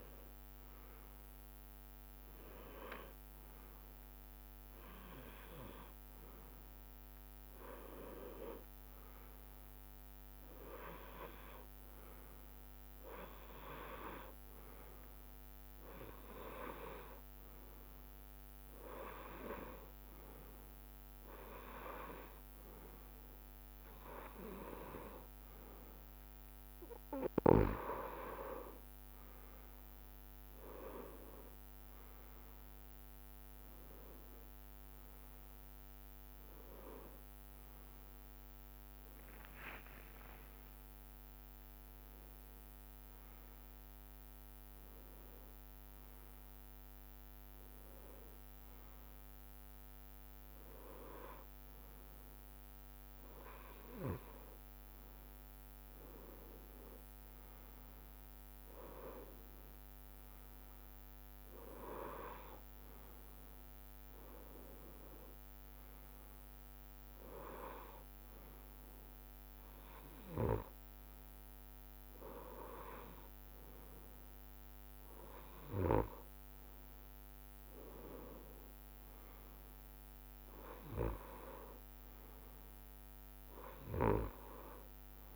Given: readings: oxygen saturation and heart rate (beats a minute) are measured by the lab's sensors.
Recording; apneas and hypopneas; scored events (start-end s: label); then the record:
a person partly awake in a sleep study, by a microphone on the trachea; none
22.00-24.00 s: long interval between heartbeats (device-marked, heart rate 66 before, 71 extreme)
26.50-28.50 s: long interval between heartbeats (device-marked, heart rate 66 before, 70 extreme)
35.50-65.50 s: new sleep stage, N1 (lightest sleep)
65.50-85.36 s: new sleep stage, N2 (light sleep)
From the record:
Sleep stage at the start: awake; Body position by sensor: on the right side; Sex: male